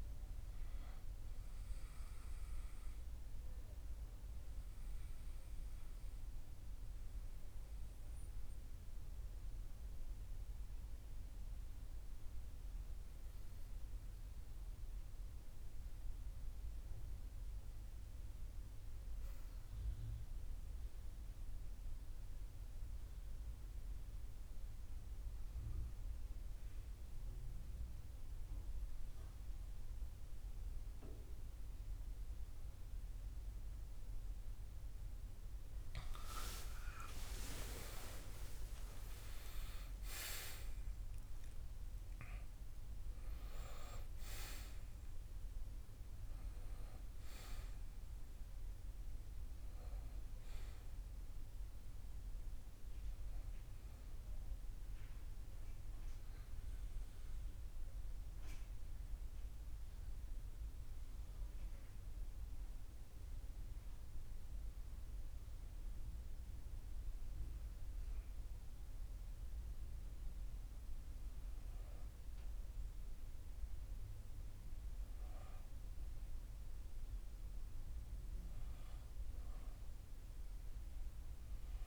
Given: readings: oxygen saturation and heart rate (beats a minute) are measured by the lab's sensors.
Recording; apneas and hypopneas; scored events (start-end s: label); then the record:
breathing in sleep by a room microphone; 2
1.50-35.50 s: obstructive apnea (oxygen 97% before, 91% lowest)
36.00-40.50 s: arousal
48.50-68.50 s: oxygen desaturation (device-marked, oxygen 98% before, 91% lowest)
56.00-68.00 s: obstructive apnea (oxygen 98% before, 91% lowest)
70.00-75.00 s: arousal
From the record:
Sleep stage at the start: N2 (light sleep); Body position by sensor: on the back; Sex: male